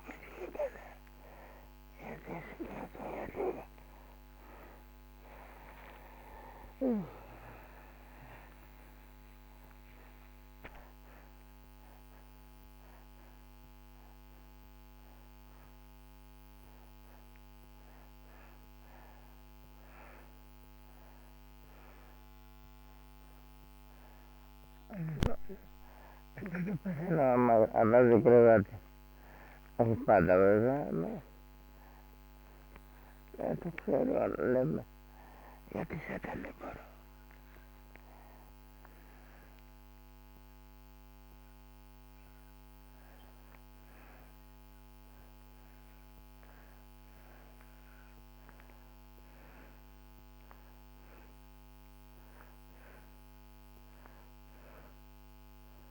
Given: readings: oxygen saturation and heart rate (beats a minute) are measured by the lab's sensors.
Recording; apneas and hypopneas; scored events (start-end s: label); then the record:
a person awake in a sleep study, by a microphone on the trachea; none
30.00-55.91 s: new sleep stage, N1 (lightest sleep)
35.00-41.00 s: oxygen desaturation (device-marked, oxygen 97% before, 94% lowest)
From the record:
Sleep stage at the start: awake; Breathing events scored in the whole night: 334 in 5.8 hours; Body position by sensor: on the back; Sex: male